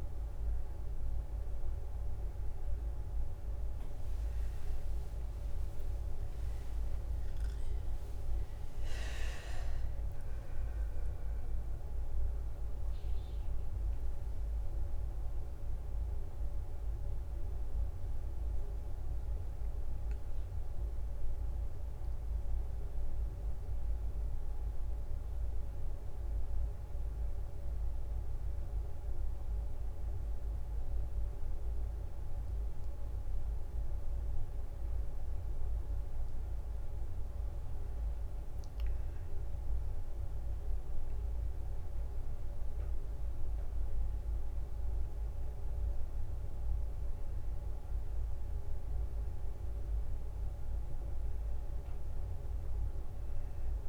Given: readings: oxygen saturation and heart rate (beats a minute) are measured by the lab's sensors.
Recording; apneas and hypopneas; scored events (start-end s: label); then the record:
a person awake in a sleep study, hard to hear, by a room microphone; none
4.00-11.50 s: leg movement (device-marked)
9.00-23.00 s: drop in pulse transit time (device-marked, heart rate 66 before, 68 extreme)
35.00-43.50 s: leg movement (device-marked)
48.00-53.89 s: oxygen desaturation (device-marked, oxygen 98% before, 91% lowest, heart rate 66 before, 61 extreme)
From the record:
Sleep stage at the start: awake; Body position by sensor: on the right side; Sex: female